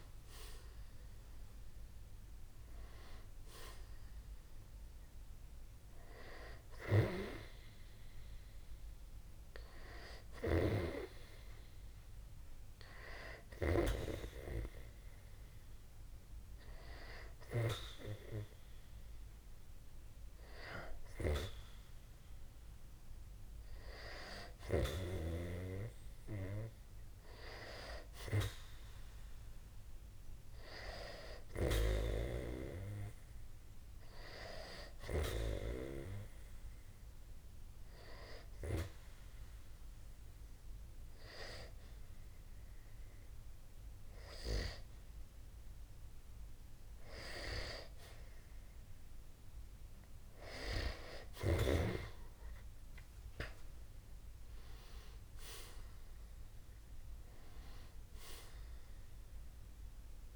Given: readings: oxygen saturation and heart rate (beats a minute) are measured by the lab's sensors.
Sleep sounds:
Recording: breathing in sleep by a room microphone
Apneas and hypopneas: 1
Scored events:
37.00-47.00 s: hypopnea (oxygen 94% before, 92% lowest, heart rate 64 before, 60 extreme, up 7 after)
52.00-56.50 s: arousal
From the record:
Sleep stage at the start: N2 (light sleep)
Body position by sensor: on the back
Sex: male

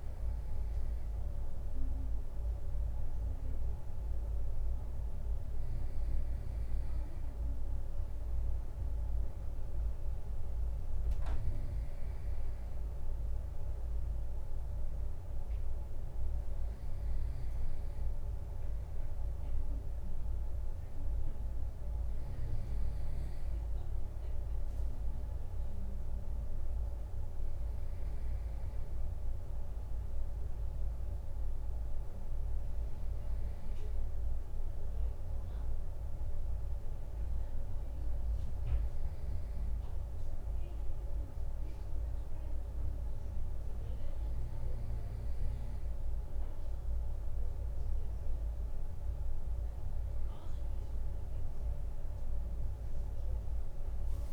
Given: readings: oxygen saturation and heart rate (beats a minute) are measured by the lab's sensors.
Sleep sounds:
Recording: breathing in sleep, hard to hear, by a room microphone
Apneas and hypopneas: none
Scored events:
none scored
From the record:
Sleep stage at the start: N2 (light sleep)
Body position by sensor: on the right side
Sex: male

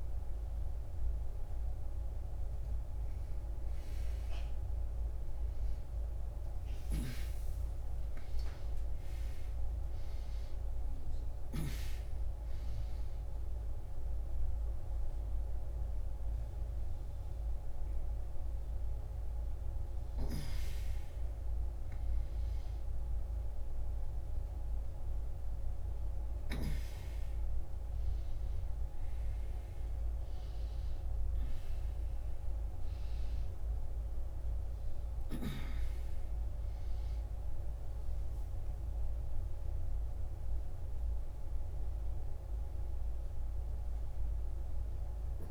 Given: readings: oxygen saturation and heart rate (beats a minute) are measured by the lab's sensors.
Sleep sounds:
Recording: a person awake in a sleep study, hard to hear, by a room microphone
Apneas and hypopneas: none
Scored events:
none scored
From the record:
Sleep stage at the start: awake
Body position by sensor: upright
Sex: female

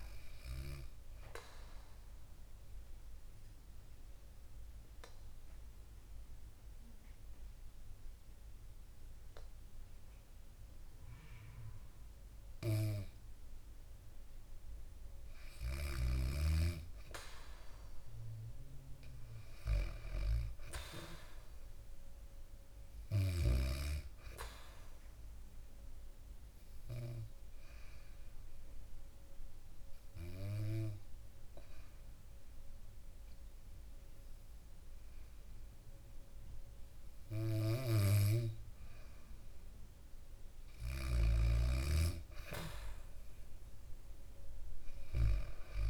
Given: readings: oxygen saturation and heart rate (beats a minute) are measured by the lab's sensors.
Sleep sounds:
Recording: breathing in sleep by a room microphone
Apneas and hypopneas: 2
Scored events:
0.00-5.50 s: oxygen desaturation (device-marked, oxygen 95% lowest, heart rate 59 extreme)
1.50-14.00 s: obstructive apnea (oxygen 98% before, 94% lowest, heart rate 63 before, 59 extreme, up 0 after)
16.50-20.00 s: arousal
25.00-38.50 s: hypopnea (oxygen 97% before, 93% lowest, heart rate 63 before, 61 extreme, up 5 after)
From the record:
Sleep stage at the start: N2 (light sleep)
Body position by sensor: on the back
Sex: female

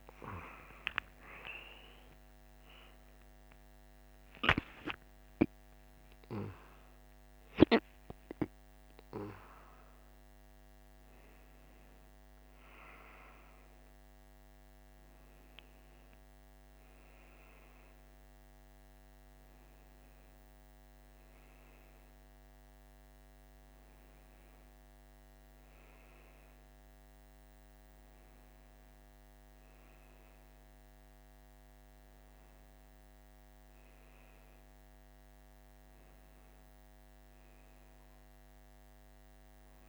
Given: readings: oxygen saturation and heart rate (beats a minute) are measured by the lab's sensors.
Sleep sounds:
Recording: a person awake in a sleep study, by a microphone on the trachea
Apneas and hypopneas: none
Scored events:
22.50-39.89 s: new sleep stage, N1 (lightest sleep)
From the record:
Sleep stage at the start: awake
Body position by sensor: on the left side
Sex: male

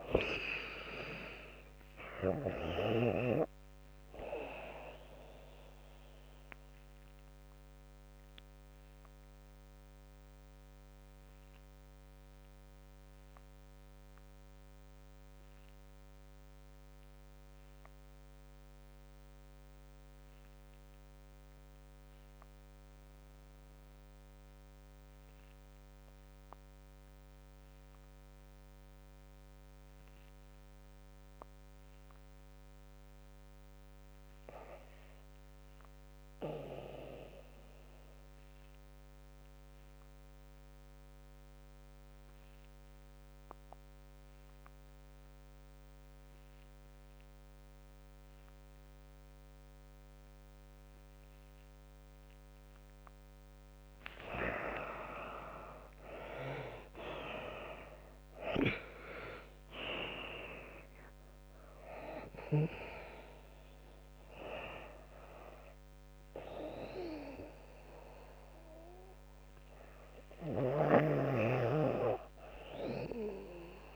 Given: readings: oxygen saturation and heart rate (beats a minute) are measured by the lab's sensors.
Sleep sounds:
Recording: breathing in sleep by a microphone on the trachea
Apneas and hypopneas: 1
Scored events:
0.00-3.00 s: snoring (device-marked)
0.00-10.00 s: drop in pulse transit time (device-marked, heart rate 80 extreme)
0.00-19.00 s: oxygen desaturation (device-marked, oxygen 91% lowest, heart rate 73 extreme)
6.00-52.00 s: obstructive apnea (oxygen 99% before, 82% lowest, heart rate 82 before, 67 extreme, up 19 after)
14.00-73.96 s: new sleep stage, REM sleep
36.00-73.96 s: oxygen desaturation (device-marked, oxygen 97% before, 82% lowest, heart rate 76 before, 67 extreme)
38.00-45.00 s: drop in pulse transit time (device-marked, heart rate 75 before, 73 extreme)
54.00-58.00 s: arousal
56.00-68.00 s: drop in pulse transit time (device-marked, heart rate 73 before, 76 extreme)
From the record:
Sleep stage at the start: N2 (light sleep)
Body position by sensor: on the back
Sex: female

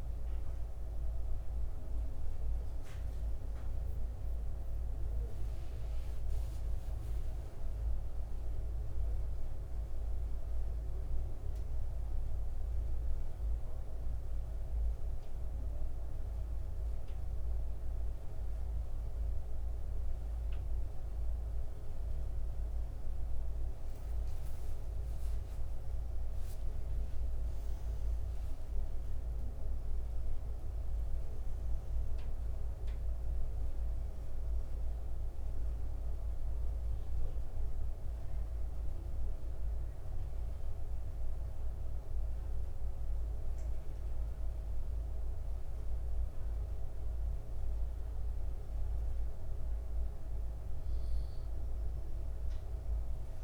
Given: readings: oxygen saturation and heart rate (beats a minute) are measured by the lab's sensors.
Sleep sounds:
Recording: breathing in sleep, hard to hear, by a room microphone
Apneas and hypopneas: 1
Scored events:
1.50-53.44 s: new sleep stage, N2 (light sleep)
32.00-35.00 s: arousal
37.50-49.00 s: hypopnea (oxygen 92% before, 88% lowest, heart rate 78 before, 73 extreme, up 7 after)
50.50-53.44 s: arousal
From the record:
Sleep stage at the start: N1 (lightest sleep)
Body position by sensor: on the back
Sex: male

